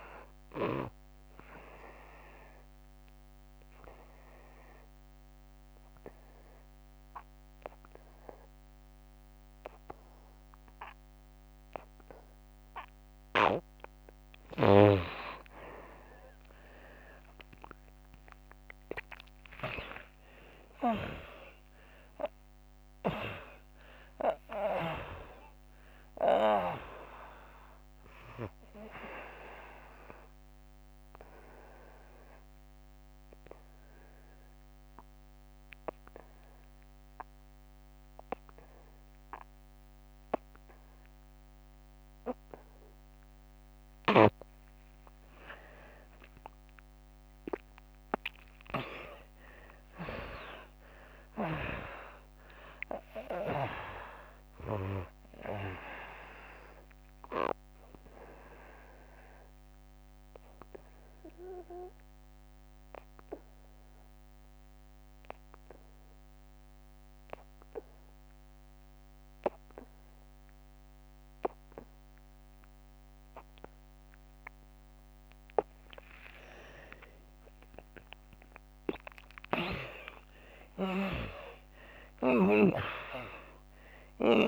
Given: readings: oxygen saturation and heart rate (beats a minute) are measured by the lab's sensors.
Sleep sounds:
breathing in sleep by a microphone on the trachea; 3
0.00-10.00 s: oxygen desaturation (device-marked, oxygen 83% lowest, heart rate 68 extreme)
2.00-13.50 s: obstructive apnea (oxygen 98% before, 83% lowest, heart rate 85 before, 68 extreme, up 10 after)
15.50-20.00 s: arousal
23.00-36.00 s: oxygen desaturation (device-marked, oxygen 99% before, 83% lowest, heart rate 76 before, 69 extreme)
30.00-43.50 s: obstructive apnea (oxygen 99% before, 80% lowest, heart rate 83 before, 69 extreme, up 10 after)
45.00-49.50 s: arousal
50.00-66.00 s: oxygen desaturation (device-marked, oxygen 98% before, 83% lowest, heart rate 78 before, 69 extreme)
58.00-75.50 s: obstructive apnea (oxygen 98% before, 77% lowest, heart rate 82 before, 69 extreme, up 27 after)
73.00-84.48 s: oxygen desaturation (device-marked, oxygen 98% before, 80% lowest, heart rate 85 before, 72 extreme)
77.00-81.50 s: arousal
80.50-84.48 s: snoring (device-marked)
From the record:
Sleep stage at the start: N2 (light sleep); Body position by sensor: on the right side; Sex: female

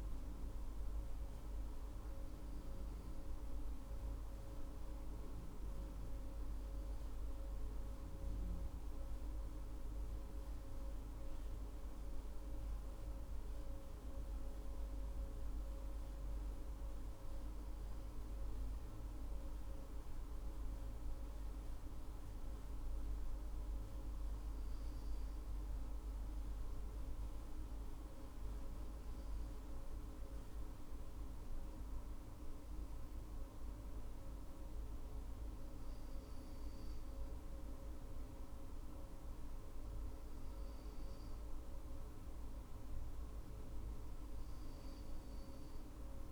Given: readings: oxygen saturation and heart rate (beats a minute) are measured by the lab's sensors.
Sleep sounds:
breathing in sleep, hard to hear, by a room microphone; none
none scored
From the record:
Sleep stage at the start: N2 (light sleep); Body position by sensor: on the right side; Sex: female

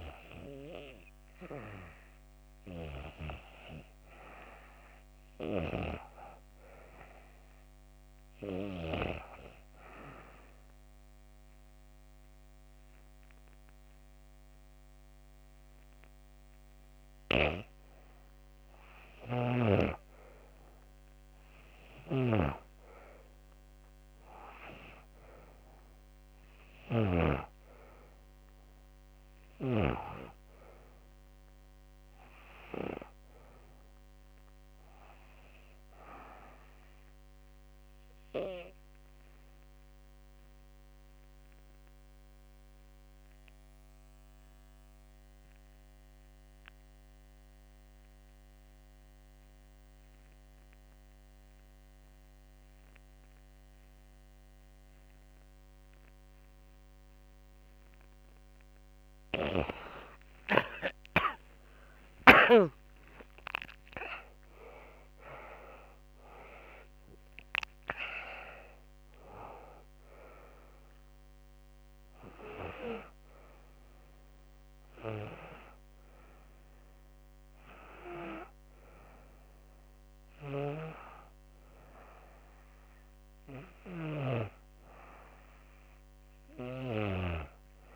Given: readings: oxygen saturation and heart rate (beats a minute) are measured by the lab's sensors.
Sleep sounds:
breathing in sleep by a microphone on the trachea; 2
0.00-4.00 s: oxygen desaturation (device-marked, oxygen 90% lowest, heart rate 77 extreme)
8.00-18.50 s: obstructive apnea (oxygen 94% before, 78% lowest, heart rate 80 before, 76 extreme, up 3 after)
21.50-26.00 s: arousal
24.00-36.00 s: oxygen desaturation (device-marked, oxygen 93% before, 89% lowest, heart rate 79 before, 70 extreme)
36.50-56.50 s: obstructive apnea (oxygen 94% before, 78% lowest, heart rate 81 before, 70 extreme, up 10 after)
58.00-80.00 s: oxygen desaturation (device-marked, oxygen 94% before, 78% lowest, heart rate 73 before, 69 extreme)
59.00-63.50 s: arousal
82.50-86.50 s: arousal
From the record:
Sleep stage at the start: REM sleep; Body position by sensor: on the back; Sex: female

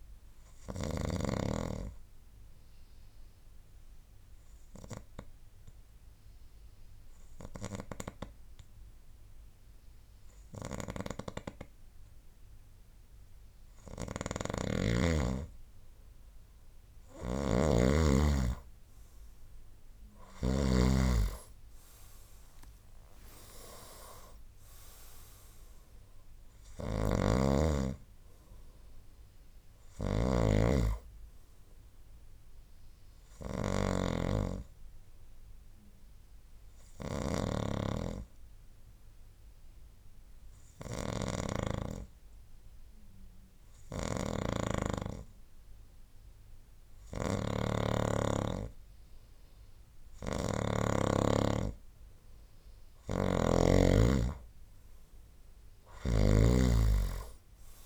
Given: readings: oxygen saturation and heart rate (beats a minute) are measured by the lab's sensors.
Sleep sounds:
breathing in sleep by a room microphone; 2
0.00-1.50 s: snoring (device-marked)
0.50-14.00 s: obstructive apnea (oxygen 97% before, 93% lowest, heart rate 69 before, 66 extreme, up 5 after)
14.50-21.00 s: snoring (device-marked)
19.00-23.50 s: arousal
27.00-51.00 s: snoring (device-marked)
33.50-52.50 s: hypopnea (oxygen 96% before, 93% lowest, heart rate 71 before, 62 extreme, up 4 after)
53.00-57.86 s: snoring (device-marked)
55.00-57.86 s: arousal
From the record:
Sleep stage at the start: N2 (light sleep); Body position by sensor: on the right side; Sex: male

